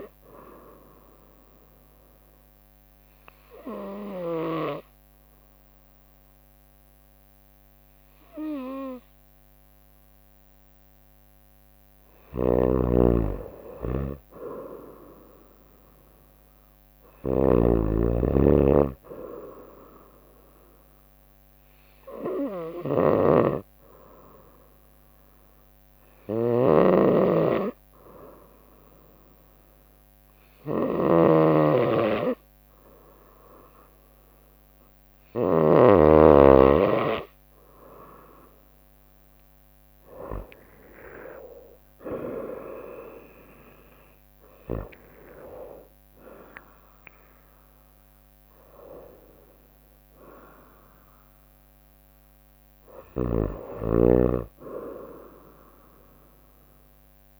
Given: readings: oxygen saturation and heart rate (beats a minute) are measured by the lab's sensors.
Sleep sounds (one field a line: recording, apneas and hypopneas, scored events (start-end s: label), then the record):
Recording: breathing in sleep by a microphone on the trachea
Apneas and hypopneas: 2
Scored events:
0.00-2.00 s: drop in pulse transit time (device-marked, heart rate 67 extreme)
0.00-4.50 s: snoring (device-marked)
0.50-12.50 s: obstructive apnea (oxygen 95% before, 93% lowest, heart rate 66 before, 63 extreme, up 4 after)
12.00-35.50 s: snoring (device-marked)
16.00-19.50 s: arousal
23.50-38.00 s: hypopnea (oxygen 96% before, 93% lowest, heart rate 65 before, 61 extreme, up 4 after)
39.50-43.50 s: arousal
40.00-52.00 s: drop in pulse transit time (device-marked, heart rate 66 before, 67 extreme)
From the record:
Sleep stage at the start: N2 (light sleep)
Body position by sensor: on the right side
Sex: female